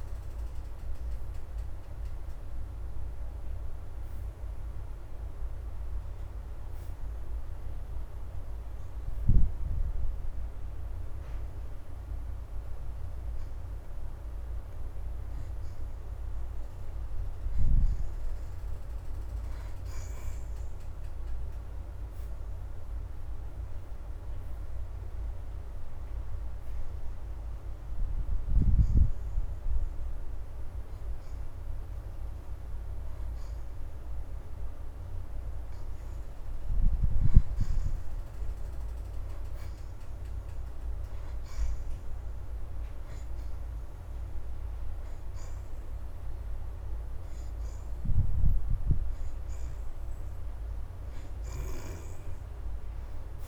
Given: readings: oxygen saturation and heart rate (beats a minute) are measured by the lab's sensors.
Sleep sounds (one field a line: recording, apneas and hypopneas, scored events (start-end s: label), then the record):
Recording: breathing in sleep, hard to hear, by a room microphone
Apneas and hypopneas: none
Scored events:
17.50-23.50 s: oxygen desaturation (device-marked, oxygen 80% before, 74% lowest, heart rate 103 before, 105 extreme)
35.50-47.50 s: oxygen desaturation (device-marked, oxygen 77% before, 66% lowest, heart rate 108 before, 106 extreme)
49.50-53.48 s: oxygen desaturation (device-marked, oxygen 74% before, 66% lowest, heart rate 109 before, 105 extreme)
From the record:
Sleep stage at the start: N2 (light sleep)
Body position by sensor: on the back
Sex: female